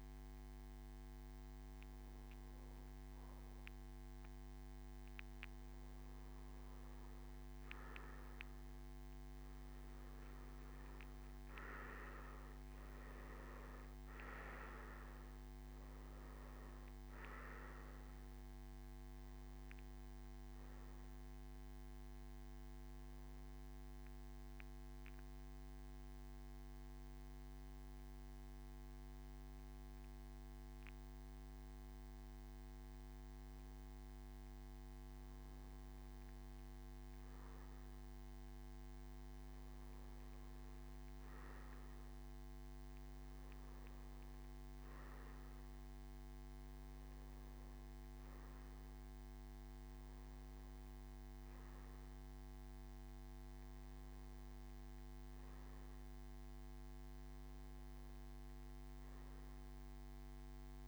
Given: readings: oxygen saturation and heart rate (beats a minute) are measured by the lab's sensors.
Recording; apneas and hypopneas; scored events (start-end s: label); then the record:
breathing in sleep, hard to hear, by a microphone on the trachea; none
10.00-31.00 s: oxygen desaturation (device-marked, oxygen 97% before, 92% lowest, heart rate 63 before, 60 extreme)
43.00-51.00 s: oxygen desaturation (device-marked, oxygen 96% before, 93% lowest, heart rate 64 before, 60 extreme)
From the record:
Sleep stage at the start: N2 (light sleep); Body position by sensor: on the back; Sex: male